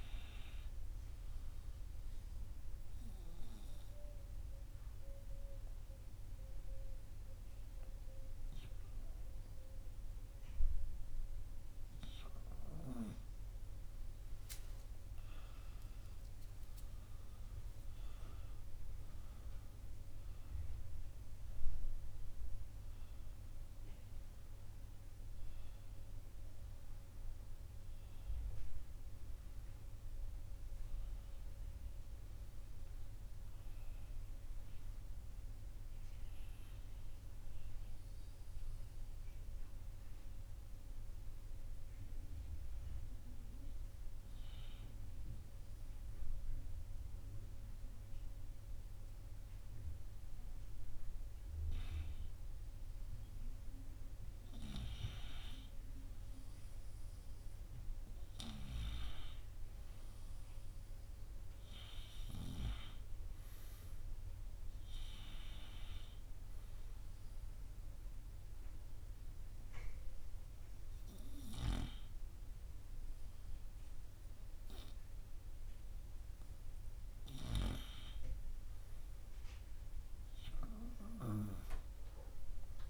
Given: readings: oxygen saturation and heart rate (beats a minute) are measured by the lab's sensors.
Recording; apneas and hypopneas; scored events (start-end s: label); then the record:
breathing in sleep by a room microphone; 3
2.00-12.50 s: obstructive apnea (oxygen 97% before, 94% lowest, heart rate 76 before, 78 extreme, up 0 after)
14.00-18.00 s: arousal
38.50-52.50 s: hypopnea (oxygen 98% before, 96% lowest, heart rate 79 before, 75 extreme, up 0 after)
55.00-60.00 s: arousal
67.50-78.50 s: hypopnea (oxygen 99% before, 96% lowest, heart rate 77 before, 78 extreme, up 1 after)
From the record:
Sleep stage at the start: N2 (light sleep); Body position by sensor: on the right side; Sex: male